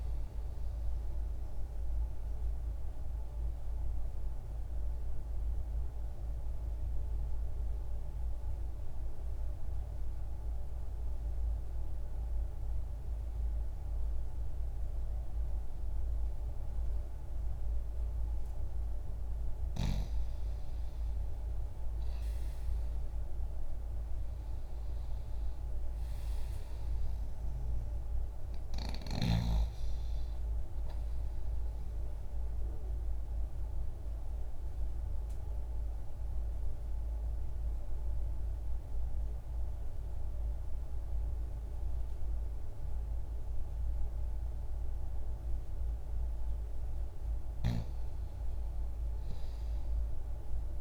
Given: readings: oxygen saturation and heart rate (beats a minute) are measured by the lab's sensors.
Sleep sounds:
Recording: breathing in sleep, hard to hear, by a room microphone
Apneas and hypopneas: 2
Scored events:
1.00-23.00 s: oxygen desaturation (device-marked, oxygen 94% before, 87% lowest, heart rate 61 before, 60 extreme)
2.00-18.00 s: mixed apnea (oxygen 95% before, 84% lowest, heart rate 61 before, 60 extreme, up 0 after)
20.50-25.50 s: arousal
33.00-46.00 s: obstructive apnea (oxygen 97% before, 84% lowest, heart rate 60 before, 59 extreme, up 2 after)
33.00-50.00 s: oxygen desaturation (device-marked, oxygen 97% before, 84% lowest, heart rate 60 before, 59 extreme)
49.00-50.81 s: arousal
From the record:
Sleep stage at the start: N2 (light sleep)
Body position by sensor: on the left side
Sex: male

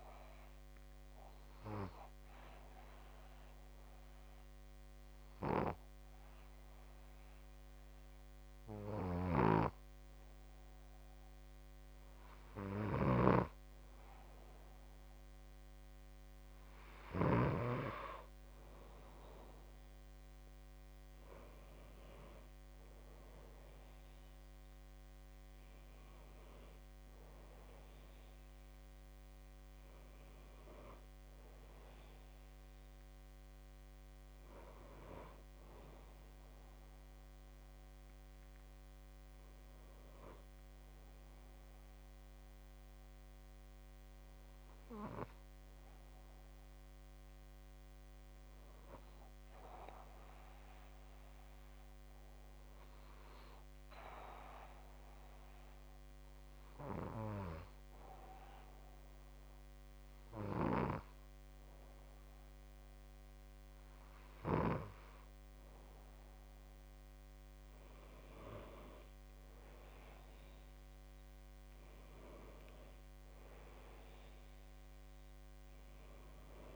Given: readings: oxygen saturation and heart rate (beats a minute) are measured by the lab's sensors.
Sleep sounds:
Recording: breathing in sleep by a microphone on the trachea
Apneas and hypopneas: 1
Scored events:
4.50-14.50 s: hypopnea (oxygen 97% before, 93% lowest, heart rate 62 before, 61 extreme, up 1 after)
19.00-22.50 s: arousal
From the record:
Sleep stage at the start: N2 (light sleep)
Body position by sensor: on the back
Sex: male

